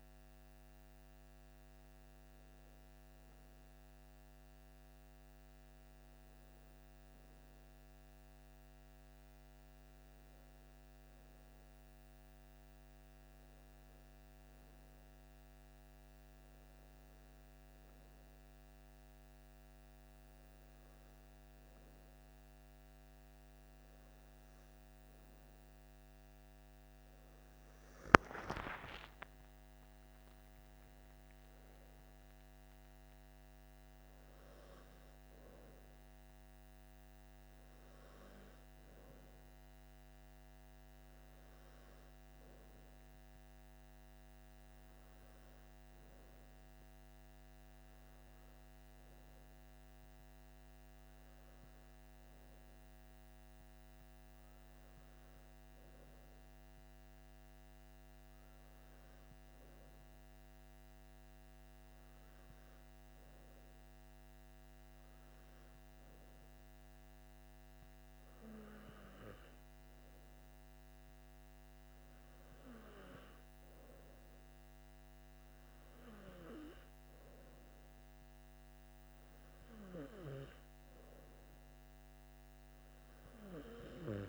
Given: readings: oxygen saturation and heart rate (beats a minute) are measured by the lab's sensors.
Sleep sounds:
breathing in sleep by a microphone on the trachea; none
none scored
From the record:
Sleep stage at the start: N2 (light sleep); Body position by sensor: on the back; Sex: male

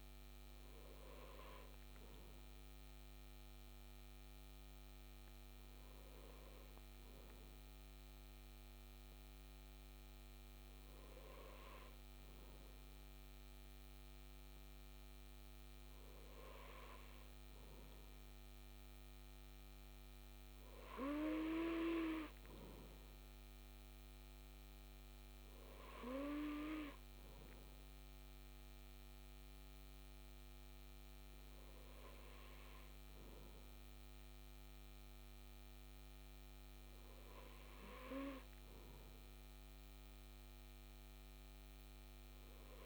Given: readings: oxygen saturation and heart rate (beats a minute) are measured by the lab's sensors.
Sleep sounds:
breathing in sleep by a microphone on the trachea; none
none scored
From the record:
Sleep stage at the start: N2 (light sleep); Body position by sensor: on the left side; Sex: male

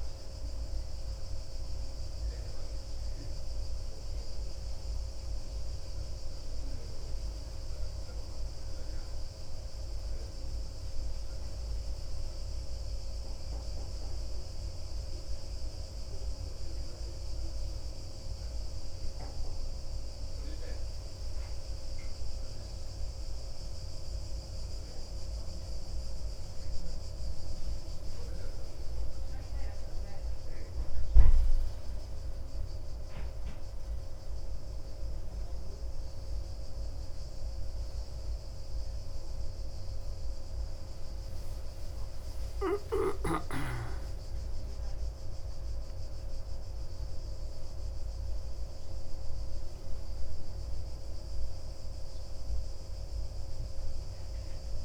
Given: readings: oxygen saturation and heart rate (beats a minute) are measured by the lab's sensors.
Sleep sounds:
a person partly awake in a sleep study, hard to hear, by a room microphone; none
36.50-54.85 s: new sleep stage, awake
From the record:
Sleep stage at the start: N2 (light sleep); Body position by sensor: on the back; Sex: male

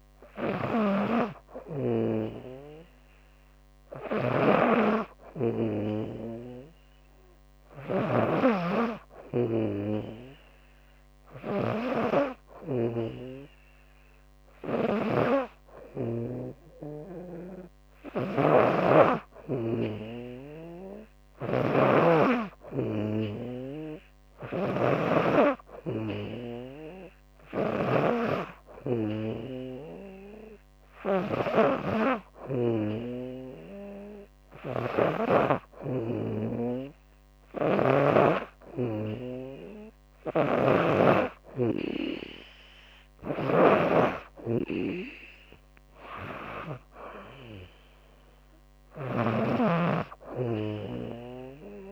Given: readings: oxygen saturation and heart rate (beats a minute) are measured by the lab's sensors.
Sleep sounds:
breathing in sleep by a microphone on the trachea; none
0.00-37.50 s: snoring (device-marked)
39.50-51.92 s: snoring (device-marked)
From the record:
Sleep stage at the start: N2 (light sleep); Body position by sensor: on the back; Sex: female

